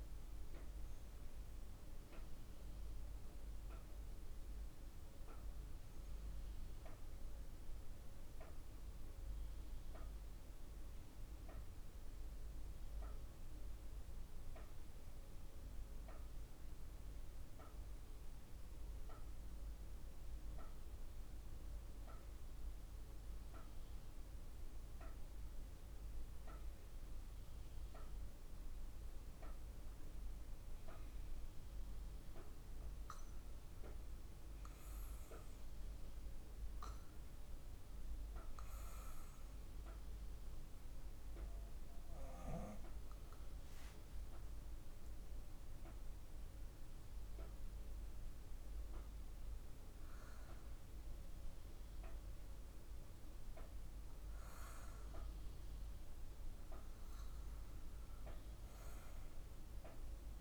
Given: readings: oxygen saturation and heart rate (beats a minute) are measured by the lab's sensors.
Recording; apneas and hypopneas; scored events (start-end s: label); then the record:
breathing in sleep by a room microphone; 1
7.50-31.00 s: obstructive apnea (oxygen 99% before, 94% lowest, heart rate 53 before, 50 extreme, up 3 after)
33.00-38.00 s: arousal
34.50-58.50 s: oxygen desaturation (device-marked, oxygen 98% before, 94% lowest, heart rate 54 before, 49 extreme)
From the record:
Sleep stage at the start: REM sleep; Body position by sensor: on the back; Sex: female